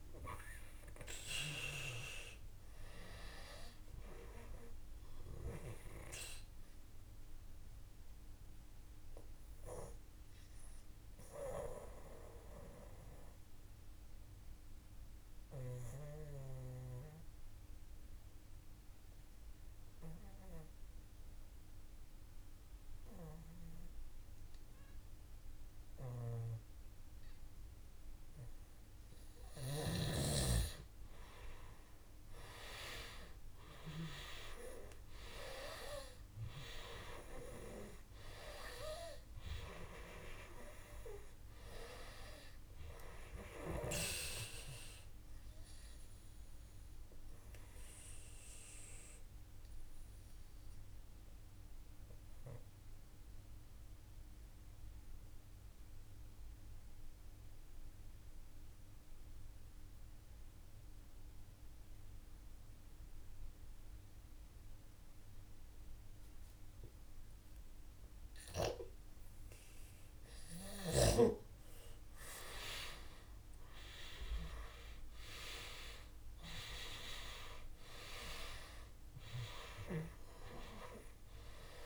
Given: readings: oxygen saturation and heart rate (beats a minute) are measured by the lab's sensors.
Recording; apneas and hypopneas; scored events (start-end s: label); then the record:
breathing in sleep by a room microphone; 2
0.00-16.00 s: oxygen desaturation (device-marked, oxygen 89% lowest, heart rate 54 extreme)
4.00-29.00 s: obstructive apnea (oxygen 98% before, 89% lowest, heart rate 57 before, 54 extreme, up 1 after)
31.00-34.00 s: arousal
34.00-62.00 s: oxygen desaturation (device-marked, oxygen 98% before, 90% lowest, heart rate 56 before, 54 extreme)
45.50-67.00 s: obstructive apnea (oxygen 98% before, 90% lowest, heart rate 56 before, 54 extreme, up 3 after)
74.00-77.50 s: arousal
74.00-81.86 s: oxygen desaturation (device-marked, oxygen 97% before, 93% lowest, heart rate 56 before, 54 extreme)
From the record:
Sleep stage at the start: N2 (light sleep); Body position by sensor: on the back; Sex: male